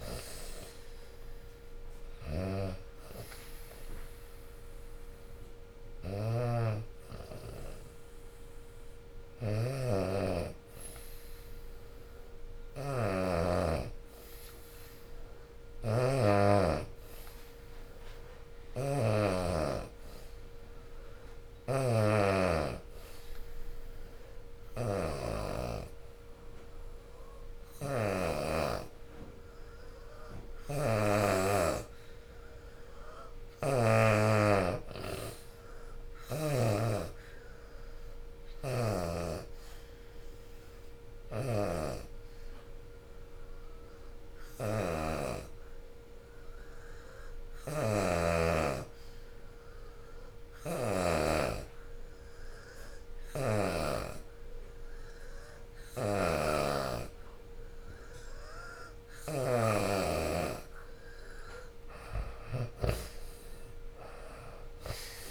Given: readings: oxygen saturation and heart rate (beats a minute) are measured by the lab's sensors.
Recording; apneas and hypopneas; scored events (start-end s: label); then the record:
breathing in sleep by a room microphone; 1
0.50-14.50 s: oxygen desaturation (device-marked, oxygen 85% before, 81% lowest, heart rate 83 before, 63 extreme)
12.50-14.50 s: long interval between heartbeats (device-marked, heart rate 79 before, 79 extreme)
15.50-60.50 s: hypopnea (oxygen 93% before, 81% lowest, heart rate 79 before, 63 extreme, up 17 after)
16.50-50.50 s: oxygen desaturation (device-marked, oxygen 94% before, 82% lowest, heart rate 79 before, 63 extreme)
31.00-33.00 s: long interval between heartbeats (device-marked, heart rate 80 before, 74 extreme)
56.50-65.31 s: oxygen desaturation (device-marked, oxygen 87% before, 82% lowest, heart rate 78 before, 70 extreme)
57.50-65.31 s: drop in pulse transit time (device-marked, heart rate 79 before, 78 extreme)
62.00-65.31 s: arousal
From the record:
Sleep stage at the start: N2 (light sleep); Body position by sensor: on the back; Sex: female